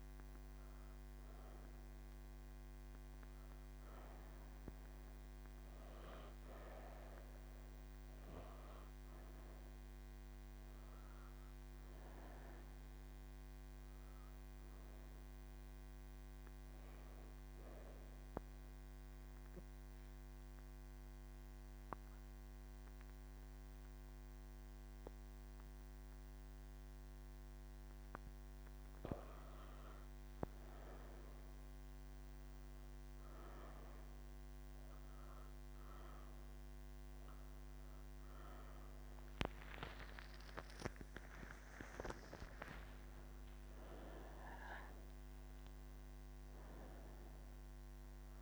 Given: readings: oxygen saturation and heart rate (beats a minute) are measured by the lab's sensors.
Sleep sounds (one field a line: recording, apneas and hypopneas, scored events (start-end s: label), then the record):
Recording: breathing in sleep by a microphone on the trachea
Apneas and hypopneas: 1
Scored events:
19.00-29.50 s: obstructive apnea (oxygen 96% before, 90% lowest, heart rate 53 before, 44 extreme, up 11 after)
From the record:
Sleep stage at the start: N3 (deep sleep)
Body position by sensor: on the right side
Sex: female